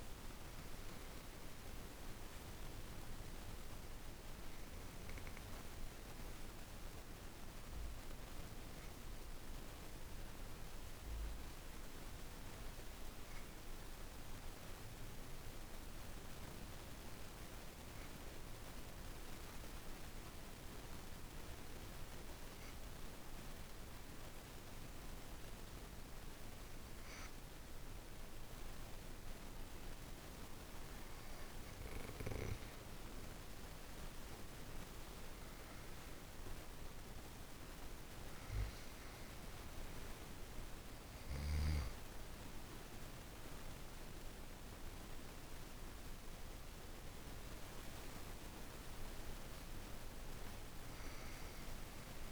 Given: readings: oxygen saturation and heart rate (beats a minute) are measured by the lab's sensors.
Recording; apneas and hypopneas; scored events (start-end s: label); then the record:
breathing in sleep, hard to hear, by a room microphone; 1
0.00-14.50 s: oxygen desaturation (device-marked, oxygen 90% lowest, heart rate 50 extreme)
6.50-28.50 s: obstructive apnea (oxygen 98% before, 88% lowest, heart rate 53 before, 51 extreme, up 7 after)
24.50-52.32 s: oxygen desaturation (device-marked, oxygen 97% before, 88% lowest, heart rate 52 before, 49 extreme)
32.00-37.00 s: arousal
From the record:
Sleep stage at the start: N2 (light sleep); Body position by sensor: on the back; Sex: female